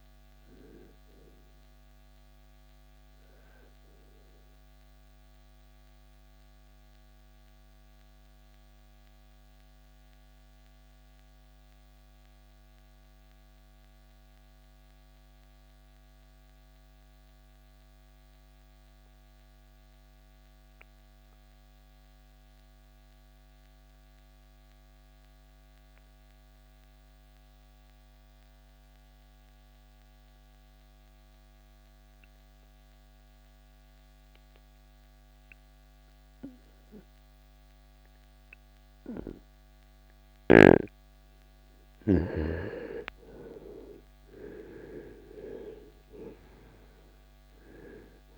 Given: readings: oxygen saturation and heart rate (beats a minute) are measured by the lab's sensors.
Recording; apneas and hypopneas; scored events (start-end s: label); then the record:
breathing in sleep by a microphone on the trachea; 1
0.00-19.50 s: oxygen desaturation (device-marked, oxygen 78% lowest, heart rate 50 extreme)
5.00-41.50 s: mixed apnea (oxygen 94% before, 78% lowest, heart rate 78 before, 50 extreme, up 22 after)
14.50-48.38 s: new sleep stage, N2 (light sleep)
42.50-48.38 s: oxygen desaturation (device-marked, oxygen 96% before, 80% lowest, heart rate 62 before, 43 extreme)
43.00-48.00 s: arousal
From the record:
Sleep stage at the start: N1 (lightest sleep); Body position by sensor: on the right side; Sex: male